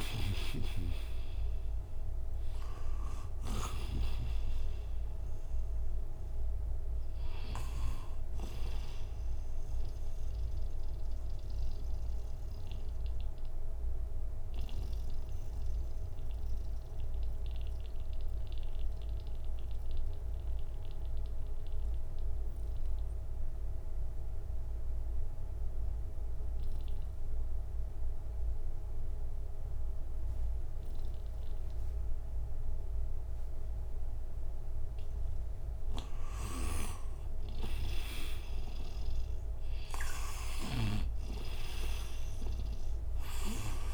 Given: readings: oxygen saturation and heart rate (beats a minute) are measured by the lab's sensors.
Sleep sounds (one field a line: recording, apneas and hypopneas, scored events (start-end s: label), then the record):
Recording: breathing in sleep by a room microphone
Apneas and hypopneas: 1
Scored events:
0.00-3.50 s: snoring (device-marked)
0.00-23.00 s: oxygen desaturation (device-marked, oxygen 81% lowest, heart rate 59 extreme)
11.00-34.50 s: mixed apnea (oxygen 97% before, 81% lowest, heart rate 79 before, 59 extreme, up 15 after)
12.00-43.94 s: new sleep stage, N2 (light sleep)
36.00-43.94 s: snoring (device-marked)
36.50-40.00 s: arousal
41.00-43.94 s: oxygen desaturation (device-marked, oxygen 98% before, 86% lowest, heart rate 62 before, 59 extreme)
From the record:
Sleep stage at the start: N1 (lightest sleep)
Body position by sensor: on the right side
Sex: male